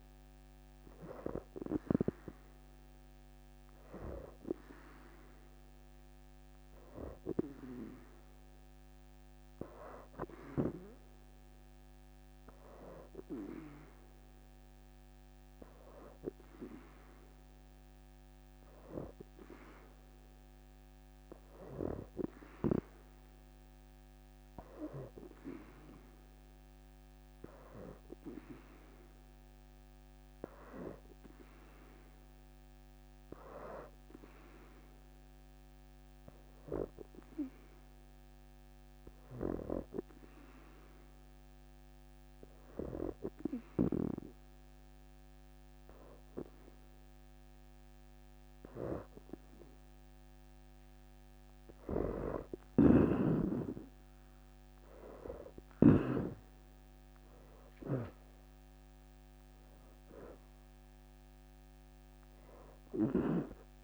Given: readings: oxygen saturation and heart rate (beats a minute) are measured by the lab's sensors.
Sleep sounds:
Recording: breathing in sleep by a microphone on the trachea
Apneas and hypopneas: 2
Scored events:
3.00-14.00 s: hypopnea (oxygen 89% before, 82% lowest, heart rate 80 before, 79 extreme, up 8 after)
17.00-19.50 s: arousal
36.00-48.50 s: hypopnea (oxygen 91% before, 82% lowest, heart rate 81 before, 59 extreme, up 4 after)
51.00-52.50 s: leg movement (device-marked)
52.00-55.50 s: snoring (device-marked)
57.00-60.50 s: arousal
From the record:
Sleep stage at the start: N2 (light sleep)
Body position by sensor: on the back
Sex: female

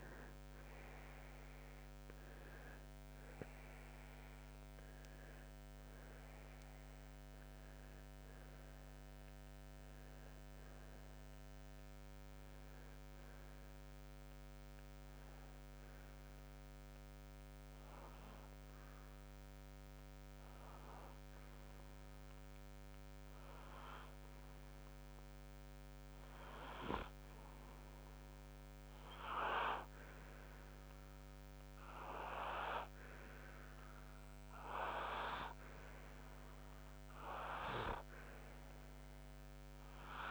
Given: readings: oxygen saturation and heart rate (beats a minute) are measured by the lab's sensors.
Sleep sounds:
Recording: breathing in sleep by a microphone on the trachea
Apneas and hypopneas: 1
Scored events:
0.00-10.50 s: oxygen desaturation (device-marked, oxygen 92% lowest, heart rate 52 extreme)
7.50-21.00 s: hypopnea (oxygen 96% before, 92% lowest, heart rate 65 before, 52 extreme, up 2 after)
24.50-27.50 s: arousal
From the record:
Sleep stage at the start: N2 (light sleep)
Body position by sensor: on the right side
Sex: male

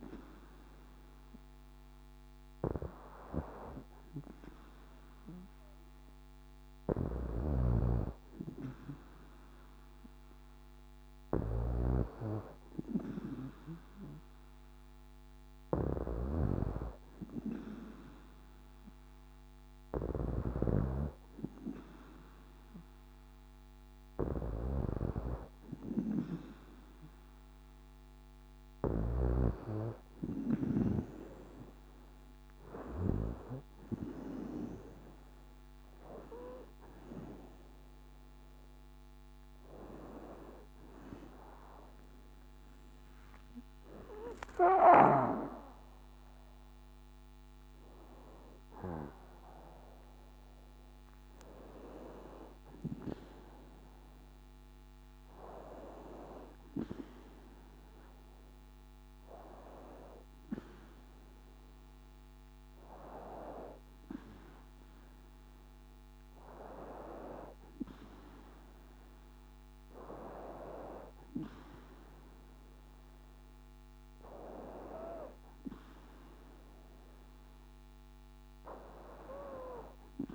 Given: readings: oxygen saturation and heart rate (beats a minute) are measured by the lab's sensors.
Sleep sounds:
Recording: breathing in sleep by a microphone on the trachea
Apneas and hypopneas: none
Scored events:
7.00-11.50 s: snoring (device-marked)
24.00-29.00 s: snoring (device-marked)
36.50-42.50 s: arousal
From the record:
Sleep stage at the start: N2 (light sleep)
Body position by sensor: on the back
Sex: female

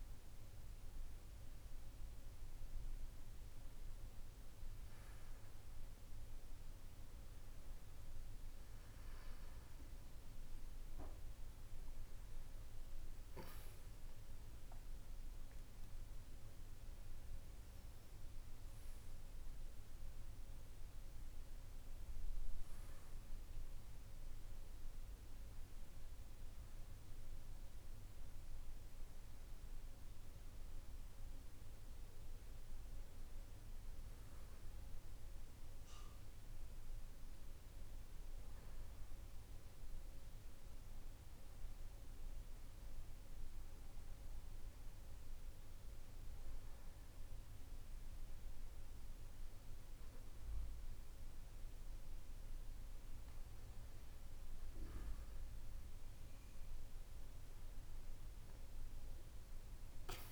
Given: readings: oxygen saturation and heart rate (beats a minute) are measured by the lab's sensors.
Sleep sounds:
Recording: breathing in sleep, hard to hear, by a room microphone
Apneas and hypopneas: none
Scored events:
15.50-60.32 s: new sleep stage, N2 (light sleep)
From the record:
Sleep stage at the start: N1 (lightest sleep)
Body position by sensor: on the back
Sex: male

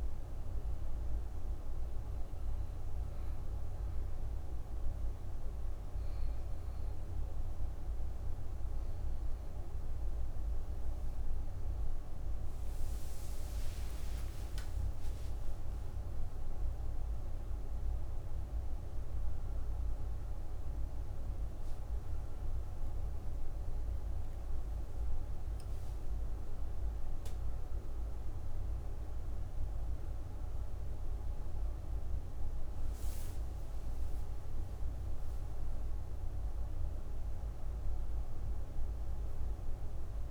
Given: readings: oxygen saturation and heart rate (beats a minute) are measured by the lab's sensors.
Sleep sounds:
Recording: breathing in sleep, hard to hear, by a room microphone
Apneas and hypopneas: 1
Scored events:
3.50-13.50 s: obstructive apnea (oxygen 97% before, 93% lowest)
14.50-20.00 s: arousal
31.00-40.31 s: new sleep stage, N2 (light sleep)
From the record:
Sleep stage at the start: N1 (lightest sleep)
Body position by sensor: on the back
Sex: female

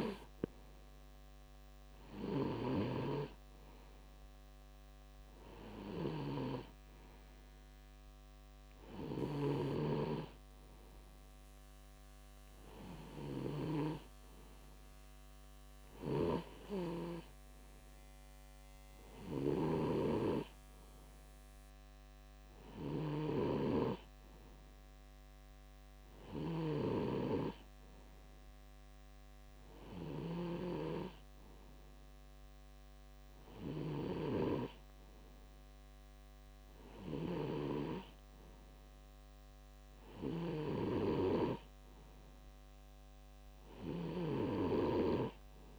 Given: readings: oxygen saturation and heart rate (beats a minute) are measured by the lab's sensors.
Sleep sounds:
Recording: breathing in sleep by a microphone on the trachea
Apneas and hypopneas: none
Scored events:
36.50-38.50 s: bradycardia (device-marked, heart rate 62 before, 59 extreme)
From the record:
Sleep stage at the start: N2 (light sleep)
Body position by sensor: on the left side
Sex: male

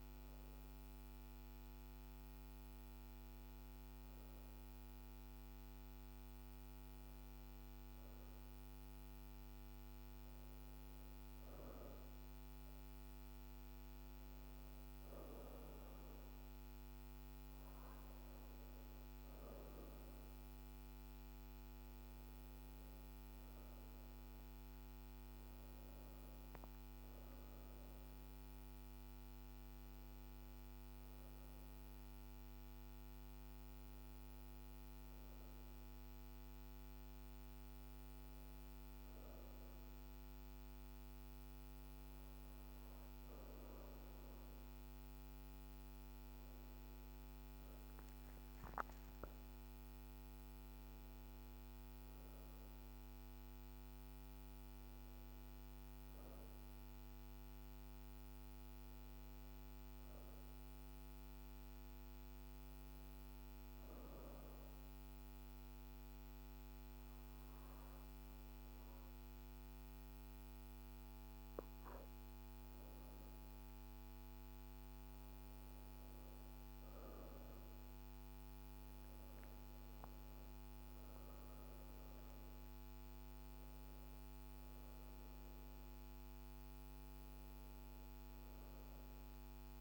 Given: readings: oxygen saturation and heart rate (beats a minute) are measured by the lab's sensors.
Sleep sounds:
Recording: breathing in sleep, hard to hear, by a microphone on the trachea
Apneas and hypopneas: 1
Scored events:
63.00-74.00 s: hypopnea (oxygen 96% before, 90% lowest, heart rate 54 before, 53 extreme, up 5 after)
77.00-82.00 s: arousal
79.50-89.81 s: oxygen desaturation (device-marked, oxygen 96% before, 90% lowest, heart rate 54 before, 54 extreme)
From the record:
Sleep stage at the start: N2 (light sleep)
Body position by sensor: on the back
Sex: female

